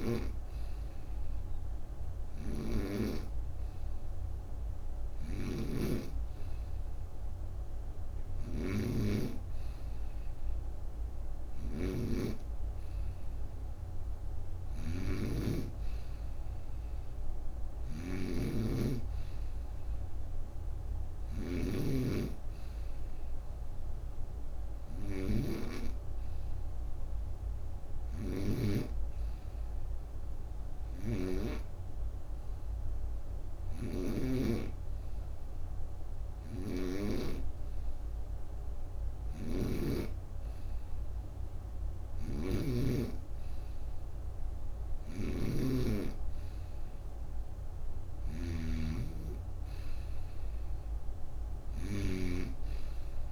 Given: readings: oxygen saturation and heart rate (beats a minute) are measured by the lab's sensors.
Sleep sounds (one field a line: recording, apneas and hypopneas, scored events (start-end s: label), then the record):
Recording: breathing in sleep by a room microphone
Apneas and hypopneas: 1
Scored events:
0.00-28.50 s: snoring (device-marked)
5.50-26.50 s: oxygen desaturation (device-marked, oxygen 97% before, 94% lowest)
25.50-28.50 s: arousal
30.50-34.00 s: snoring (device-marked)
30.50-41.50 s: hypopnea (oxygen 97% before, 94% lowest)
36.00-42.50 s: snoring (device-marked)
43.50-47.00 s: arousal
44.50-52.00 s: snoring (device-marked)
From the record:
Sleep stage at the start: N2 (light sleep)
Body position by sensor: on the right side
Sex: female